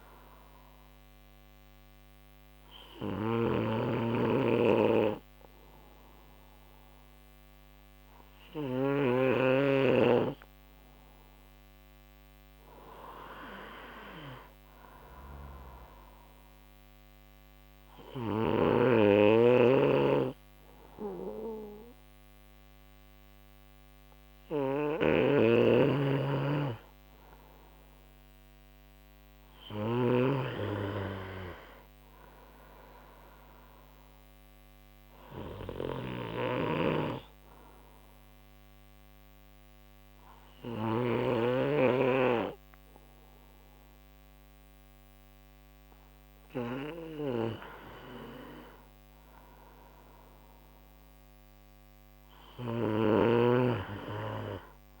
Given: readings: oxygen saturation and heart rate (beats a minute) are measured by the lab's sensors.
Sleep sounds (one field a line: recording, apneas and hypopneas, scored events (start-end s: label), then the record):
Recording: breathing in sleep by a microphone on the trachea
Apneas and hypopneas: 2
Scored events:
1.00-12.50 s: obstructive apnea (oxygen 94% before, 92% lowest, heart rate 68 before, 67 extreme, up 3 after)
3.50-9.50 s: snoring (device-marked)
15.00-18.50 s: arousal
25.50-30.50 s: snoring (device-marked)
36.00-48.00 s: obstructive apnea (oxygen 94% before, 92% lowest, heart rate 69 before, 65 extreme, up 3 after)
36.50-41.50 s: snoring (device-marked)
49.50-53.50 s: arousal
53.50-55.00 s: snoring (device-marked)
From the record:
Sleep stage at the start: N2 (light sleep)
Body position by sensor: on the right side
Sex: male